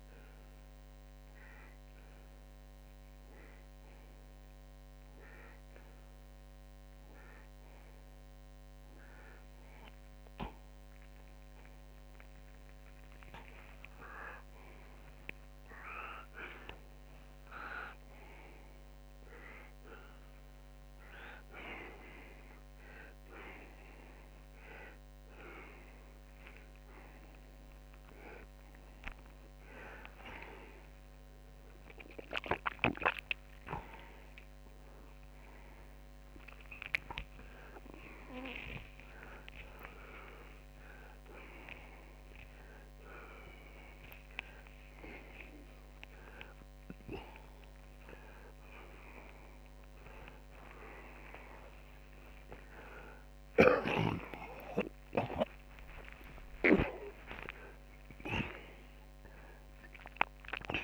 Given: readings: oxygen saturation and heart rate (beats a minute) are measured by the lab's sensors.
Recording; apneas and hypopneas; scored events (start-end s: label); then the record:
a person awake in a sleep study, by a microphone on the trachea; none
0.00-11.50 s: oxygen desaturation (device-marked, oxygen 86% lowest, heart rate 95 extreme)
30.50-42.50 s: oxygen desaturation (device-marked, oxygen 89% before, 84% lowest, heart rate 120 before, 62 extreme)
53.00-56.50 s: snoring (device-marked)
From the record:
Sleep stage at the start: awake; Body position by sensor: on the back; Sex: male